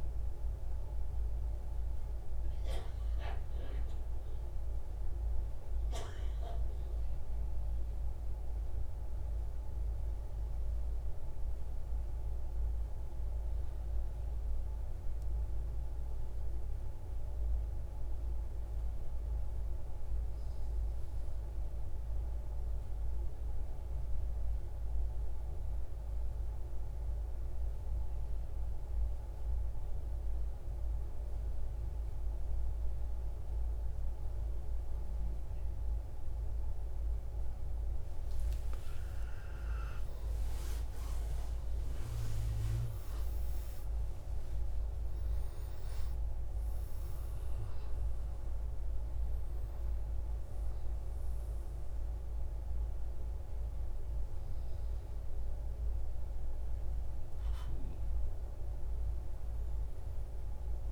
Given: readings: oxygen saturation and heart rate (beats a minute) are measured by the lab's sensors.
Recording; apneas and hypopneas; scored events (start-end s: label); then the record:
breathing in sleep, hard to hear, by a room microphone; 1
5.50-9.00 s: arousal
11.50-36.00 s: central apnea (oxygen 99% before, 92% lowest, heart rate 89 before, 84 extreme)
32.50-55.50 s: oxygen desaturation (device-marked, oxygen 98% before, 92% lowest, heart rate 127 before, 76 extreme)
38.50-43.00 s: arousal
From the record:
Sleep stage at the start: N2 (light sleep); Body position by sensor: on the right side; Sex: male